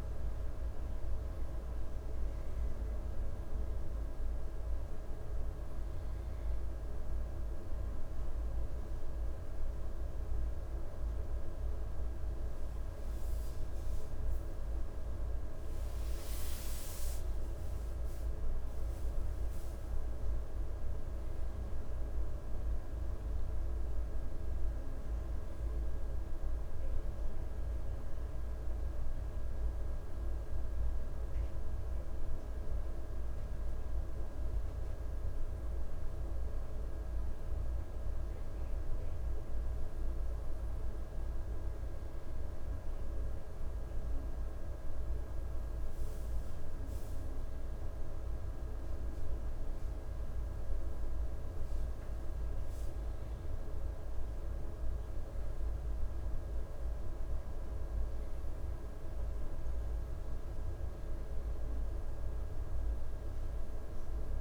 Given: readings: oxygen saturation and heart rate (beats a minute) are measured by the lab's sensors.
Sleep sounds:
breathing in sleep, hard to hear, by a room microphone; 2
0.50-13.50 s: hypopnea (oxygen 97% before, 94% lowest, heart rate 63 before, 60 extreme, up 9 after)
18.50-23.50 s: arousal
30.00-47.00 s: hypopnea (oxygen 96% before, 94% lowest, heart rate 66 before, 59 extreme, up 8 after)
49.00-53.00 s: arousal
From the record:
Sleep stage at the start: N2 (light sleep); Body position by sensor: on the back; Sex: male

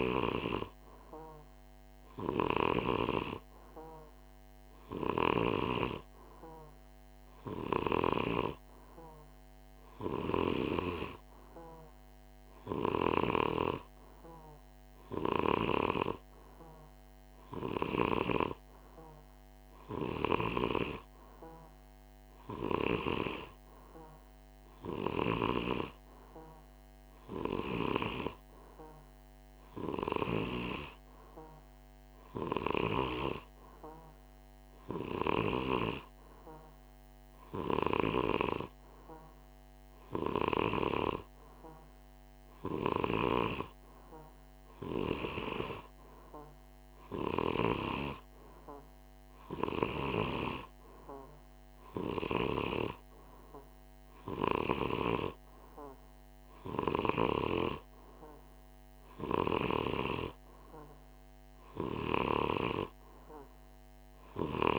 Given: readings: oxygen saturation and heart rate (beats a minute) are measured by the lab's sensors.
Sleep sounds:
breathing in sleep by a microphone on the trachea; none
none scored
From the record:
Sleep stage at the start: N2 (light sleep); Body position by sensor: on the right side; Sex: male

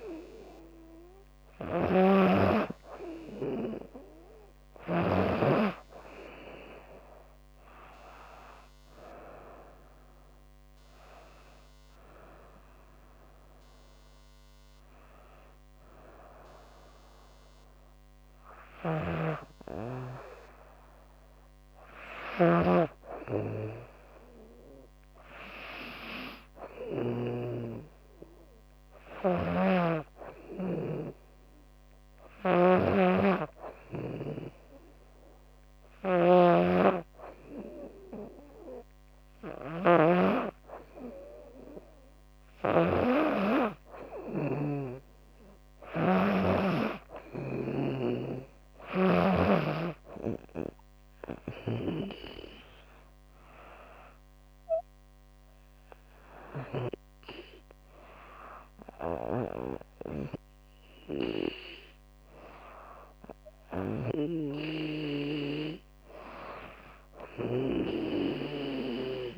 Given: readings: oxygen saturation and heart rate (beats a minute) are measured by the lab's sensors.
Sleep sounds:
breathing in sleep by a microphone on the trachea; none
0.00-4.50 s: snoring (device-marked)
18.00-27.00 s: snoring (device-marked)
31.50-56.50 s: snoring (device-marked)
58.50-69.38 s: snoring (device-marked)
From the record:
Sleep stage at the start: N2 (light sleep); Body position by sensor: on the back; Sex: female

